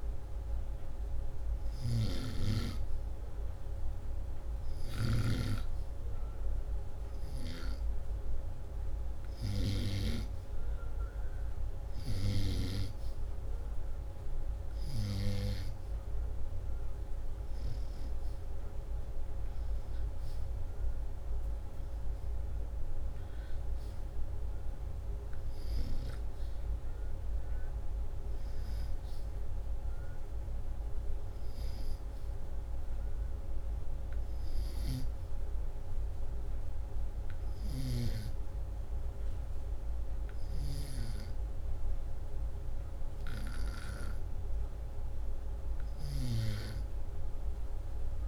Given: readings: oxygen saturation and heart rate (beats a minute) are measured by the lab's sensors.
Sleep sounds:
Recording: breathing in sleep by a room microphone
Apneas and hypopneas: none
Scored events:
14.00-29.00 s: oxygen desaturation (device-marked, oxygen 95% before, 92% lowest, heart rate 76 before, 76 extreme)
From the record:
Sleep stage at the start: N2 (light sleep)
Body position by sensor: upright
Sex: male

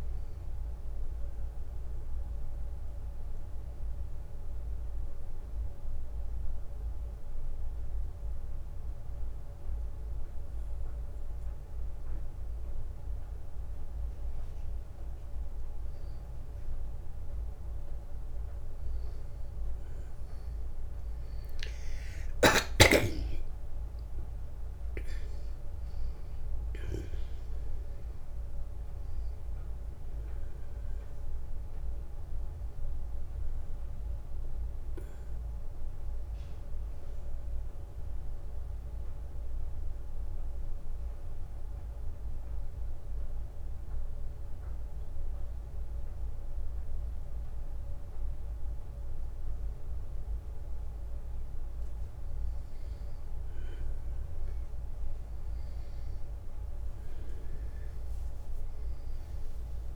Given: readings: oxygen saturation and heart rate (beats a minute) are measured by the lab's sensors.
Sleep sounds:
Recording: breathing in sleep, hard to hear, by a room microphone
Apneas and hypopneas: 2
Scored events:
0.00-7.00 s: oxygen desaturation (device-marked, oxygen 92% lowest, heart rate 63 extreme)
2.50-13.50 s: obstructive apnea (oxygen 96% before, 92% lowest, heart rate 68 before, 63 extreme, up 8 after)
16.00-20.50 s: arousal
21.00-43.00 s: oxygen desaturation (device-marked, oxygen 96% before, 92% lowest, heart rate 63 before, 62 extreme)
37.50-50.00 s: obstructive apnea (oxygen 97% before, 93% lowest, heart rate 71 before, 62 extreme, up 5 after)
51.50-55.00 s: arousal
57.00-59.96 s: oxygen desaturation (device-marked, oxygen 97% before, 93% lowest, heart rate 63 before, 60 extreme)
From the record:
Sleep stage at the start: N2 (light sleep)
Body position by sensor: on the back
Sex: male

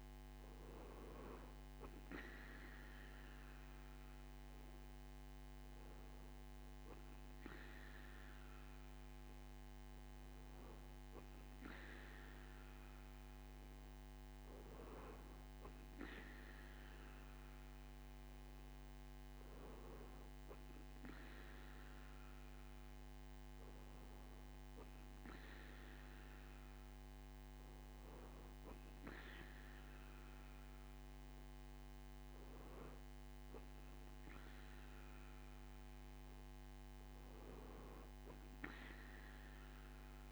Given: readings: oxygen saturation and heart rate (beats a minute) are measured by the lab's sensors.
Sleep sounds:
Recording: breathing in sleep, hard to hear, by a microphone on the trachea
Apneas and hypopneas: none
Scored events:
none scored
From the record:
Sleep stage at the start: REM sleep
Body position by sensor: on the right side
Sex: male

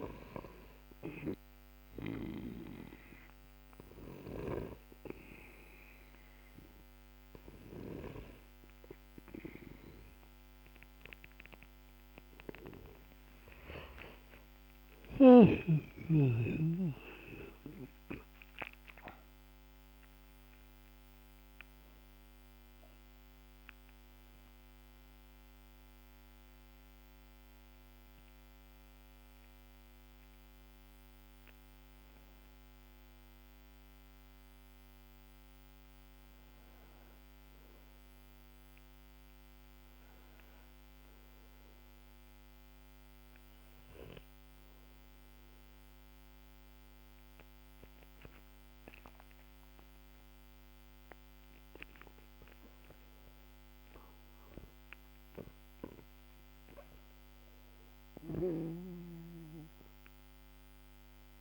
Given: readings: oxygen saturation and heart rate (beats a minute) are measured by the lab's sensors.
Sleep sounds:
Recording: breathing in sleep by a microphone on the trachea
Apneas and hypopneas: 2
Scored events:
1.00-12.50 s: hypopnea (oxygen 98% before, 94% lowest, heart rate 66 before, 47 extreme, up 13 after)
5.00-20.00 s: oxygen desaturation (device-marked, oxygen 97% before, 94% lowest, heart rate 65 before, 46 extreme)
7.00-37.00 s: new sleep stage, N1 (lightest sleep)
13.50-19.00 s: arousal
37.00-61.41 s: new sleep stage, N2 (light sleep)
38.50-51.50 s: obstructive apnea (oxygen 97% before, 94% lowest, heart rate 56 before, 46 extreme, up 23 after)
54.00-58.50 s: arousal
From the record:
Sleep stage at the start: N2 (light sleep)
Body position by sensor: on the back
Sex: male

